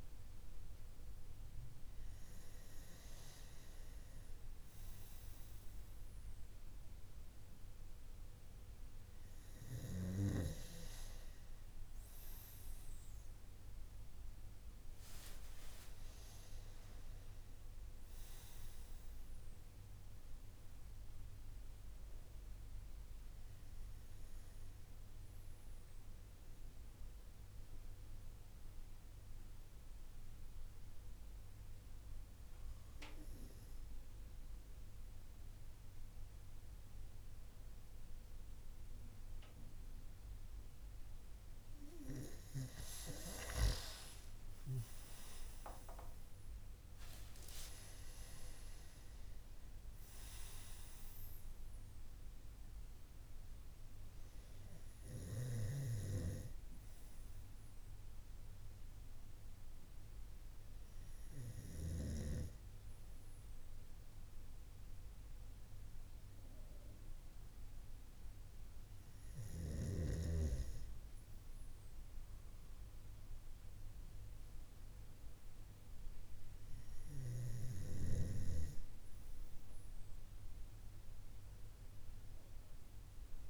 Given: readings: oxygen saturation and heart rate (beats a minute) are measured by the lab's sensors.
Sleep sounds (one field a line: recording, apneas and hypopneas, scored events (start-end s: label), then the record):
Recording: breathing in sleep by a room microphone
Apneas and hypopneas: 1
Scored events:
15.00-19.50 s: arousal
23.50-41.00 s: mixed apnea (oxygen 95% before, 93% lowest)
42.50-46.50 s: arousal
77.00-83.50 s: snoring (device-marked)
From the record:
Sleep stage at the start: N2 (light sleep)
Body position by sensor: on the right side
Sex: male